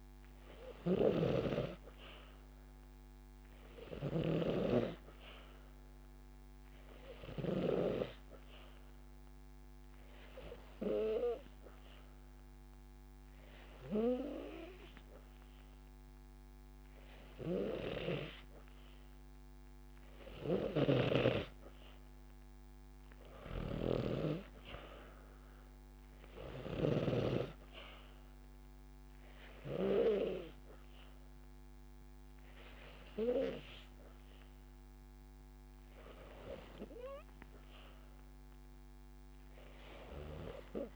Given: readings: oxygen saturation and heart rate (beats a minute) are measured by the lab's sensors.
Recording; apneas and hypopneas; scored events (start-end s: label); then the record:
breathing in sleep by a microphone on the trachea; 1
5.00-8.50 s: arousal
7.00-9.00 s: long interval between heartbeats (device-marked)
11.00-22.00 s: hypopnea (oxygen 95% before, 92% lowest)
24.00-27.50 s: arousal
39.00-40.96 s: long interval between heartbeats (device-marked)
From the record:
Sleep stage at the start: N2 (light sleep); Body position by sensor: on the back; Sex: female